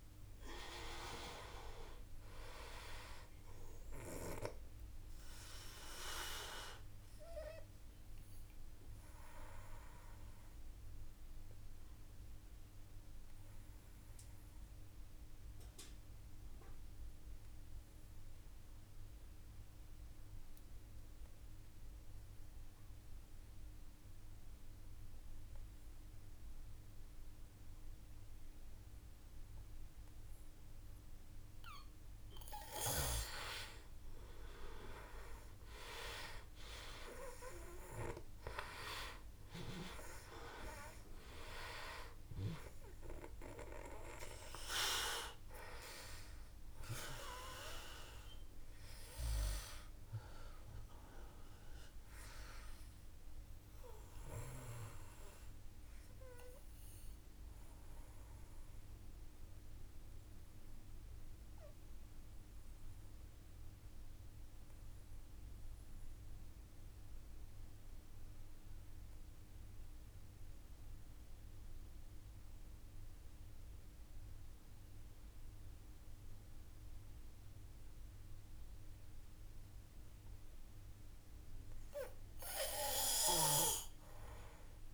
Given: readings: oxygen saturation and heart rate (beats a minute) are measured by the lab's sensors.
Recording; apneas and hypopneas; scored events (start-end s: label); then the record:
breathing in sleep by a room microphone; 2
0.00-23.50 s: oxygen desaturation (device-marked, oxygen 89% lowest, heart rate 52 extreme)
5.00-28.50 s: obstructive apnea (oxygen 96% before, 89% lowest, heart rate 54 before, 52 extreme, up 1 after)
32.50-36.00 s: arousal
34.50-65.50 s: oxygen desaturation (device-marked, oxygen 98% before, 90% lowest, heart rate 53 before, 51 extreme)
57.50-80.50 s: obstructive apnea (oxygen 97% before, 89% lowest, heart rate 54 before, 51 extreme, up 3 after)
80.50-84.93 s: oxygen desaturation (device-marked, oxygen 98% before, 89% lowest, heart rate 52 before, 51 extreme)
From the record:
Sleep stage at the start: N2 (light sleep); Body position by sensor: on the back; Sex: male